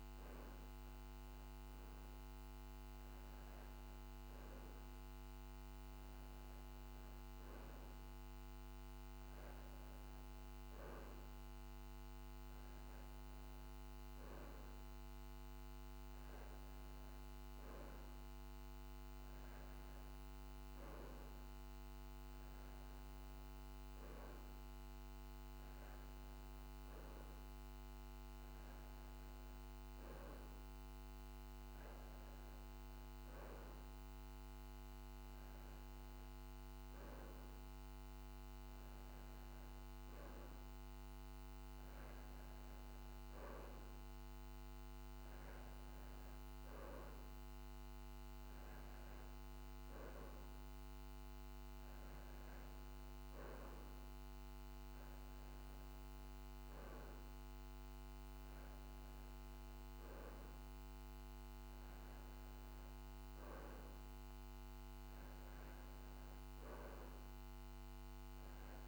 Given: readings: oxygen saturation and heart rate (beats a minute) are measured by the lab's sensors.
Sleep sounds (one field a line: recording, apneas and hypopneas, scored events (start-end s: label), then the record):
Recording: breathing in sleep, hard to hear, by a microphone on the trachea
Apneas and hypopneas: none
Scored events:
none scored
From the record:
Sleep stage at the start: REM sleep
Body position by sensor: on the back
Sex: male